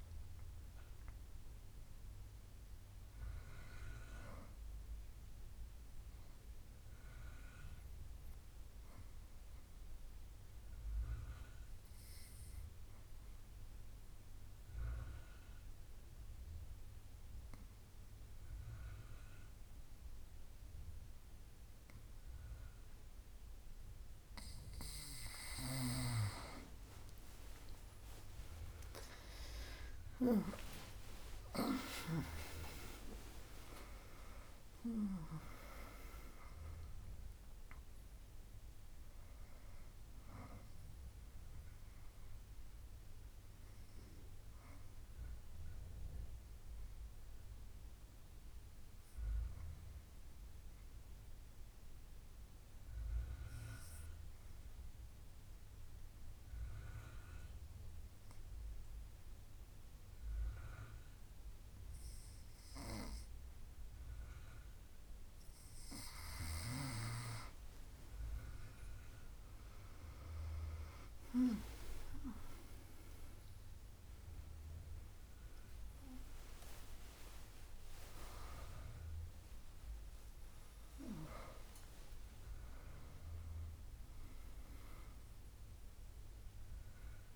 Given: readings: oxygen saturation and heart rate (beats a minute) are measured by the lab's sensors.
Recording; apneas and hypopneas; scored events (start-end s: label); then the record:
breathing in sleep by a room microphone; 2
6.00-25.00 s: obstructive apnea (oxygen 98% before, 95% lowest, heart rate 107 before, 66 extreme)
29.00-35.00 s: arousal
37.50-44.50 s: oxygen desaturation (device-marked, oxygen 98% before, 95% lowest, heart rate 102 before, 66 extreme)
42.50-65.00 s: obstructive apnea (oxygen 99% before, 95% lowest, heart rate 107 before, 66 extreme, up 55 after)
70.50-87.36 s: new sleep stage, N1 (lightest sleep)
71.50-77.50 s: arousal
From the record:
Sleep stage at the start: N2 (light sleep); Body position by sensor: on the back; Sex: female